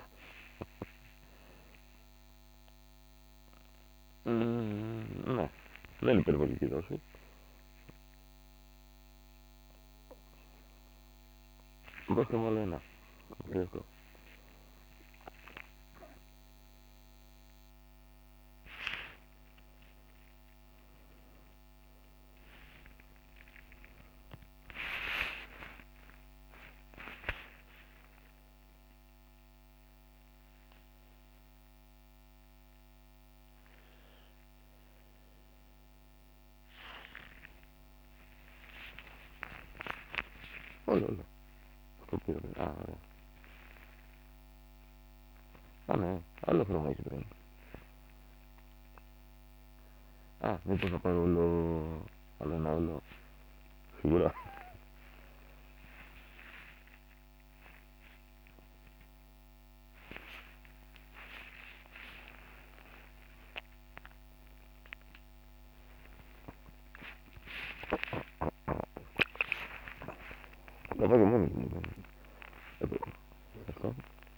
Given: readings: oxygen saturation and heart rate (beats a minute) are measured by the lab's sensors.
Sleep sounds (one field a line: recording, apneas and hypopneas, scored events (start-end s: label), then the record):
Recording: a person awake in a sleep study, by a microphone on the trachea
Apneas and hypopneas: none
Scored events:
none scored
From the record:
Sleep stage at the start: awake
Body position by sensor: on the right side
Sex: male